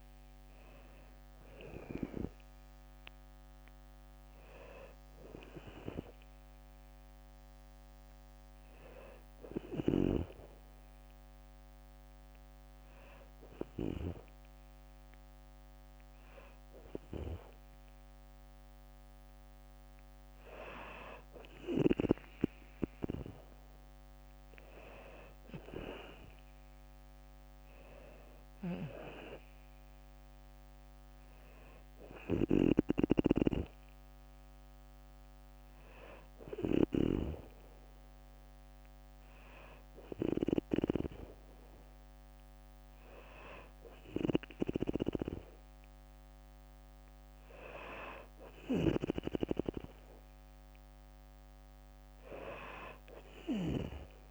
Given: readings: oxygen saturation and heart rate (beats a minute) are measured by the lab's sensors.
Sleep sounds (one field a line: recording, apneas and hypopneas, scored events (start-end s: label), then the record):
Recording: breathing in sleep by a microphone on the trachea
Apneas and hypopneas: 1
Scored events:
0.00-7.50 s: drop in pulse transit time (device-marked, heart rate 62 extreme)
9.00-20.00 s: hypopnea (oxygen 97% before, 94% lowest, heart rate 65 before, 59 extreme, up 16 after)
21.50-23.50 s: long interval between heartbeats (device-marked, heart rate 62 before, 71 extreme)
22.50-27.00 s: arousal
32.00-36.50 s: snoring (device-marked)
From the record:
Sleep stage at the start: N2 (light sleep)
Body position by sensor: on the back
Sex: female